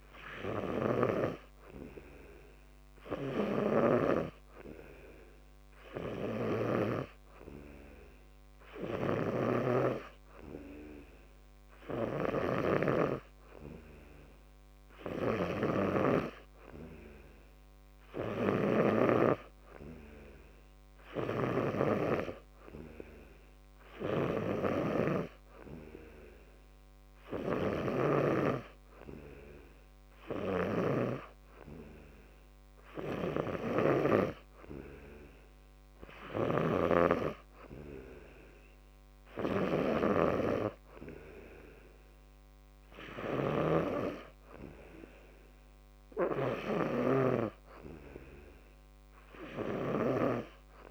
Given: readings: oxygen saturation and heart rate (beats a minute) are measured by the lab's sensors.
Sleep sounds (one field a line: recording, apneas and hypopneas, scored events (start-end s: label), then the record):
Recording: breathing in sleep by a microphone on the trachea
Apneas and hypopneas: none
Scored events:
none scored
From the record:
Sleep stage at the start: N2 (light sleep)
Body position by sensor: on the back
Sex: male